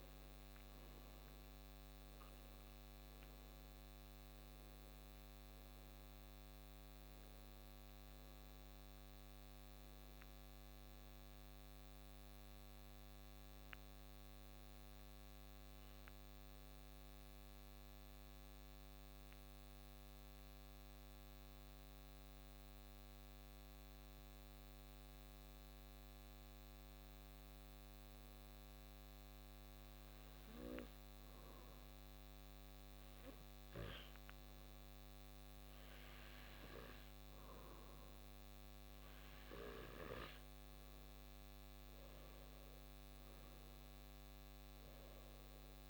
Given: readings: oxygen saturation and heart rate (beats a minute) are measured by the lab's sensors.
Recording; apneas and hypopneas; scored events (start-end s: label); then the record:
breathing in sleep, hard to hear, by a microphone on the trachea; 1
19.00-38.00 s: hypopnea (oxygen 97% before, 95% lowest)
41.00-45.00 s: arousal
From the record:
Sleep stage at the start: N2 (light sleep); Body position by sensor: on the back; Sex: male